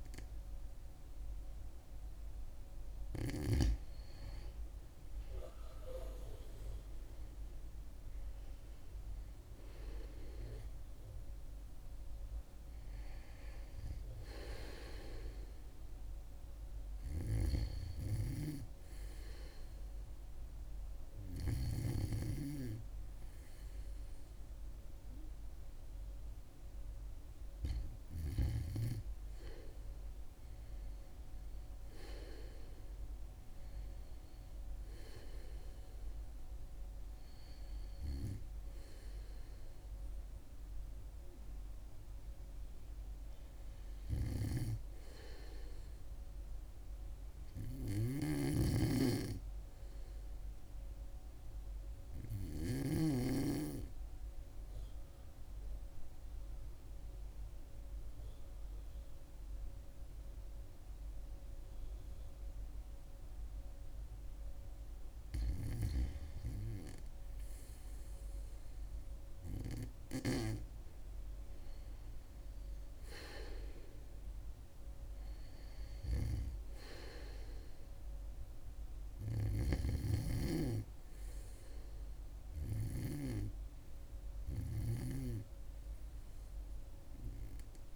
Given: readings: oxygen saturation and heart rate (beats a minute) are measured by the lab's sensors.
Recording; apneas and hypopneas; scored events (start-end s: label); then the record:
breathing in sleep by a room microphone; 1
48.00-53.00 s: snoring (device-marked)
55.00-66.00 s: obstructive apnea (oxygen 100% before, 94% lowest, heart rate 70 before, 68 extreme, up 3 after)
69.50-73.50 s: arousal
75.00-87.00 s: oxygen desaturation (device-marked, oxygen 97% before, 94% lowest, heart rate 71 before, 68 extreme)
From the record:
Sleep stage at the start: REM sleep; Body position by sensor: on the back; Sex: female